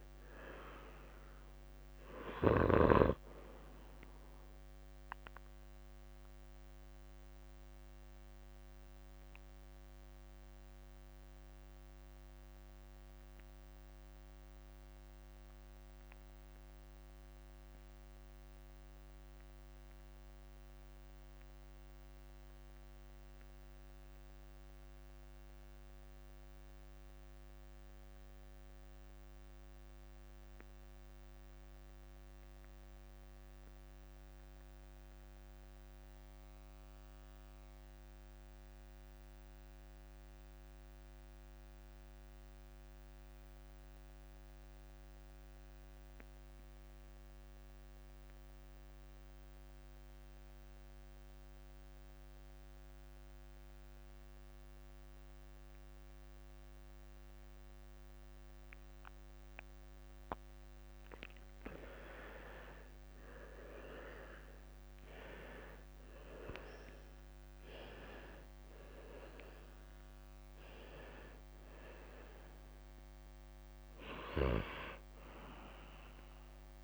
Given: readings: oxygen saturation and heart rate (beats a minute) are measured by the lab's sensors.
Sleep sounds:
breathing in sleep by a microphone on the trachea; 1
2.50-4.50 s: long interval between heartbeats (device-marked, heart rate 52 before, 67 extreme)
3.50-26.50 s: oxygen desaturation (device-marked, oxygen 98% before, 88% lowest, heart rate 53 before, 29 extreme)
6.00-59.00 s: obstructive apnea (oxygen 98% before, 77% lowest, heart rate 54 before, 27 extreme, up 42 after)
24.00-26.00 s: long interval between heartbeats (device-marked, heart rate 53 before, 52 extreme)
31.00-33.00 s: long interval between heartbeats (device-marked, heart rate 47 before, 44 extreme)
33.50-35.50 s: long interval between heartbeats (device-marked, heart rate 46 before, 50 extreme)
35.50-76.84 s: new sleep stage, REM sleep
36.00-38.00 s: long interval between heartbeats (device-marked, heart rate 46 before, 50 extreme)
40.00-42.00 s: long interval between heartbeats (device-marked, heart rate 47 before, 49 extreme)
40.50-76.84 s: oxygen desaturation (device-marked, oxygen 96% before, 77% lowest)
45.50-47.50 s: long interval between heartbeats (device-marked, heart rate 46 before, 36 extreme)
49.00-51.00 s: long interval between heartbeats (device-marked, heart rate 45 before, 34 extreme)
53.00-55.00 s: long interval between heartbeats (device-marked, heart rate 43 before, 41 extreme)
61.50-63.50 s: long interval between heartbeats (device-marked, heart rate 37 before, 48 extreme)
61.50-66.50 s: arousal
65.00-67.00 s: long interval between heartbeats (device-marked, heart rate 37 before, 67 extreme)
67.50-69.50 s: long interval between heartbeats (device-marked, heart rate 42 before, 60 extreme)
From the record:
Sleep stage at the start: N2 (light sleep); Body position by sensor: on the left side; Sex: male

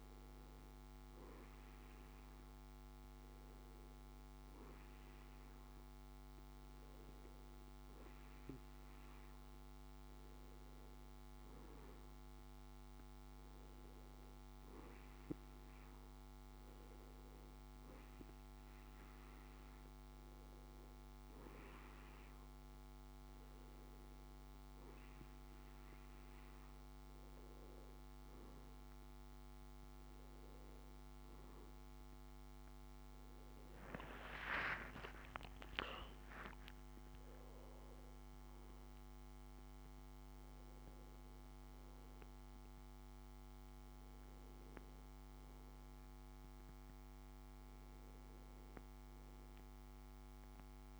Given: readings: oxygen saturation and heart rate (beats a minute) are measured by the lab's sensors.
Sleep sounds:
breathing in sleep, hard to hear, by a microphone on the trachea; none
33.50-37.50 s: arousal
From the record:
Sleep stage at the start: N2 (light sleep); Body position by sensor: on the back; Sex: male

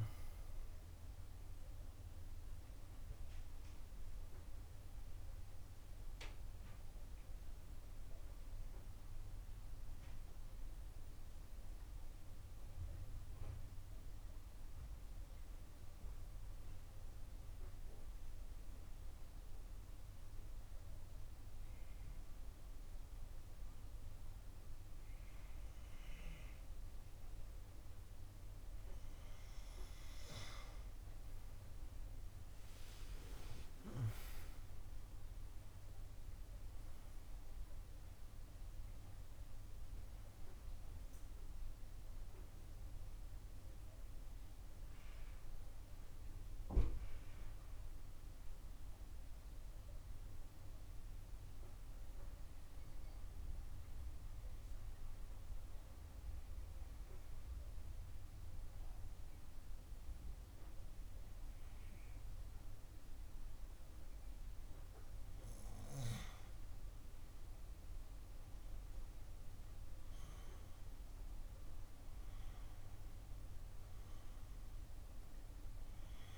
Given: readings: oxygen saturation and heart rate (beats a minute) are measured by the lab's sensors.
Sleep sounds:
breathing in sleep, hard to hear, by a room microphone; 2
4.00-8.50 s: arousal
11.00-29.00 s: hypopnea (oxygen 93% before, 91% lowest, heart rate 63 before, 53 extreme, up 12 after)
33.50-39.50 s: arousal
43.50-62.50 s: oxygen desaturation (device-marked, oxygen 96% before, 92% lowest, heart rate 63 before, 53 extreme)
46.00-65.50 s: mixed apnea (oxygen 97% before, 92% lowest, heart rate 64 before, 53 extreme, up 8 after)
67.00-71.00 s: arousal
From the record:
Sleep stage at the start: N2 (light sleep); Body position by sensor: on the back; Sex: female

